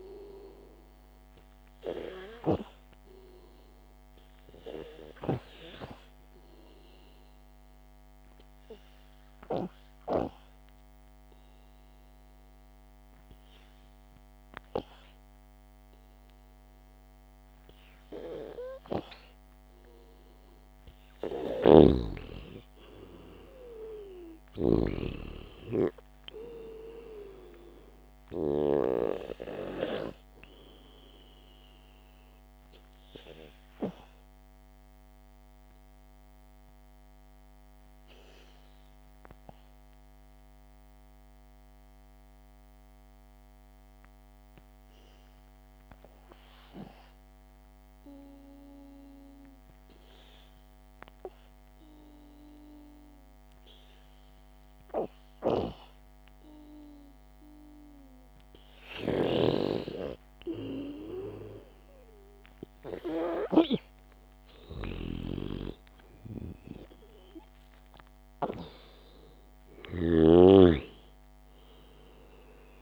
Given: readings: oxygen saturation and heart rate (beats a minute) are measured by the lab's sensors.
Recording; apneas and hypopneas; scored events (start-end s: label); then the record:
breathing in sleep by a microphone on the trachea; 2
5.50-20.50 s: obstructive apnea (oxygen 97% before, 92% lowest, heart rate 59 before, 53 extreme, up 7 after)
21.50-25.00 s: snoring (device-marked)
23.00-26.00 s: arousal
23.00-31.00 s: oxygen desaturation (device-marked, oxygen 95% before, 92% lowest, heart rate 55 before, 57 extreme)
33.50-48.50 s: obstructive apnea (oxygen 96% before, 93% lowest, heart rate 56 before, 53 extreme, up 1 after)
50.50-53.50 s: arousal
59.50-70.50 s: snoring (device-marked)
71.50-72.82 s: arousal
From the record:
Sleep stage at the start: N2 (light sleep); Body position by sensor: on the back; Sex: male